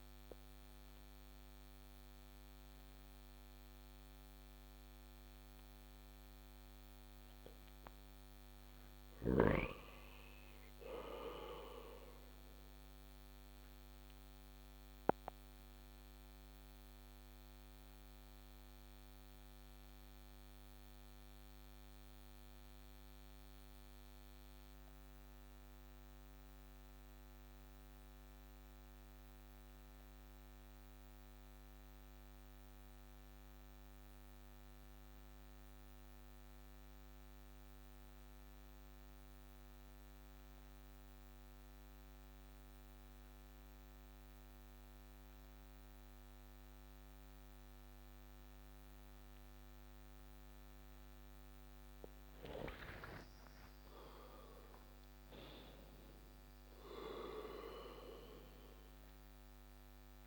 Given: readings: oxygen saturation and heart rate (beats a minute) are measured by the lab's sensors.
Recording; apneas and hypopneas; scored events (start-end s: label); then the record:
breathing in sleep by a microphone on the trachea; 1
0.00-4.50 s: oxygen desaturation (device-marked, oxygen 93% lowest)
15.00-50.50 s: obstructive apnea (oxygen 97% before, 90% lowest)
51.50-56.00 s: arousal
From the record:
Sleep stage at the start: N2 (light sleep); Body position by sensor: on the back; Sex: male